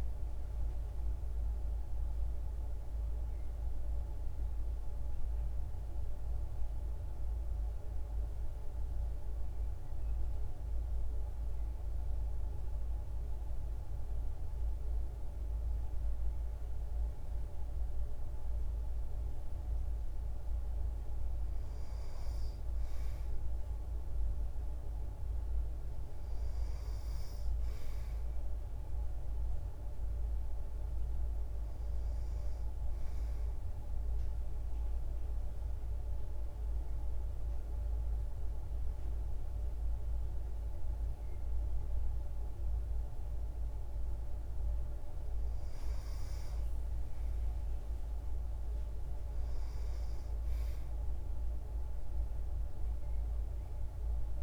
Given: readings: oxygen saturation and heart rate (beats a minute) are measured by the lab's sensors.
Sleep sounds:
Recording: breathing in sleep, hard to hear, by a room microphone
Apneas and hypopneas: 1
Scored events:
2.50-15.00 s: hypopnea (oxygen 96% before, 92% lowest, heart rate 56 before, 52 extreme, up 6 after)
17.00-19.50 s: arousal
24.00-41.00 s: oxygen desaturation (device-marked, oxygen 96% before, 92% lowest, heart rate 55 before, 53 extreme)
From the record:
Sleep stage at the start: N2 (light sleep)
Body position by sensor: on the back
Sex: female

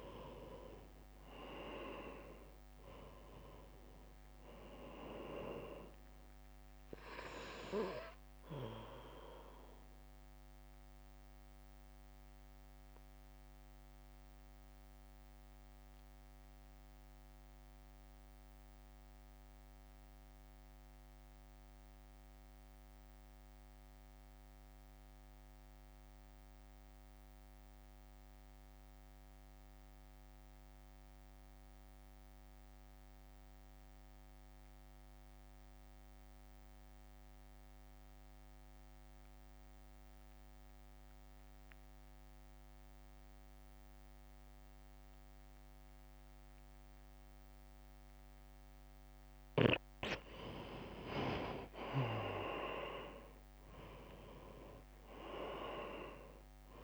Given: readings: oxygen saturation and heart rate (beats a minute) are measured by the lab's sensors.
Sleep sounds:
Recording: breathing in sleep by a microphone on the trachea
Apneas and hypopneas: 1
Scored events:
0.00-32.00 s: oxygen desaturation (device-marked, oxygen 88% lowest, heart rate 53 extreme)
0.50-4.00 s: arousal
2.00-15.00 s: drop in pulse transit time (device-marked, heart rate 61 before, 53 extreme)
11.00-48.50 s: mixed apnea (oxygen 98% before, 86% lowest, heart rate 59 before, 53 extreme, up 3 after)
42.00-56.84 s: oxygen desaturation (device-marked, oxygen 98% before, 87% lowest, heart rate 60 before, 53 extreme)
52.00-55.50 s: arousal
53.00-56.84 s: drop in pulse transit time (device-marked, heart rate 57 before, 53 extreme)
From the record:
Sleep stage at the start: N2 (light sleep)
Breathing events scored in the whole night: 306 in 4.0 hours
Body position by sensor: on the right side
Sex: male

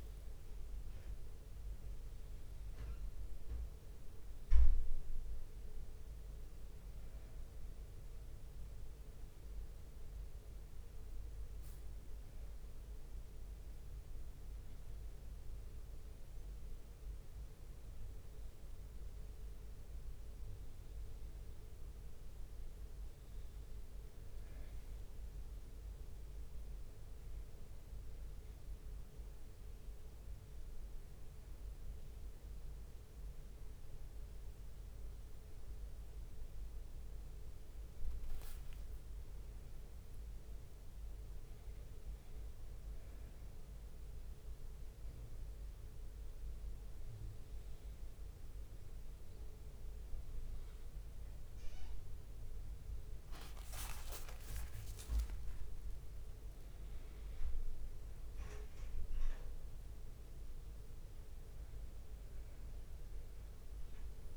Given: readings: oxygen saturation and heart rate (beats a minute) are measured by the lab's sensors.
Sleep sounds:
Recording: breathing in sleep, hard to hear, by a room microphone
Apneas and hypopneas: none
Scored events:
0.00-1.00 s: long interval between heartbeats (device-marked, heart rate 88 extreme)
1.50-9.00 s: leg movement (device-marked)
12.50-19.50 s: leg movement (device-marked)
22.00-29.50 s: leg movement (device-marked)
33.00-40.50 s: leg movement (device-marked)
38.00-64.37 s: new sleep stage, N2 (light sleep)
43.00-49.00 s: leg movement (device-marked)
52.00-59.00 s: leg movement (device-marked)
56.00-58.00 s: long interval between heartbeats (device-marked, heart rate 68 before, 79 extreme)
60.50-64.37 s: leg movement (device-marked)
From the record:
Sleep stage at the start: N1 (lightest sleep)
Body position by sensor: on the back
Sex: male

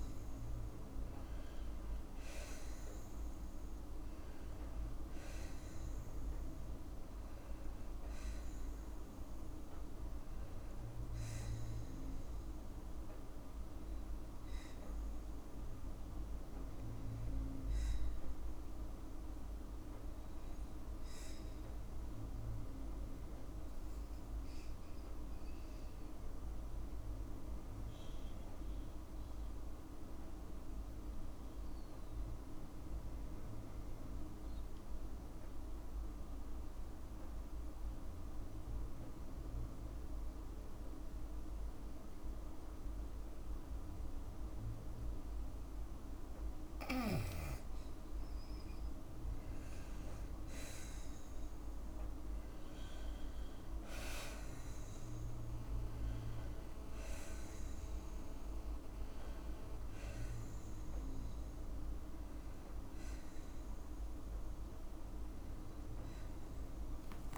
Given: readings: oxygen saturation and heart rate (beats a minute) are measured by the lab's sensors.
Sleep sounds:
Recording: breathing in sleep, hard to hear, by a room microphone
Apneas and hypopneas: 1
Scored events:
0.00-1.50 s: arousal
25.00-40.00 s: oxygen desaturation (device-marked, oxygen 96% before, 91% lowest, heart rate 55 before, 51 extreme)
28.00-46.00 s: obstructive apnea (oxygen 96% before, 90% lowest, heart rate 54 before, 51 extreme, up 5 after)
48.00-51.50 s: arousal
From the record:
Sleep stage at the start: N2 (light sleep)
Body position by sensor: on the back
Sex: female

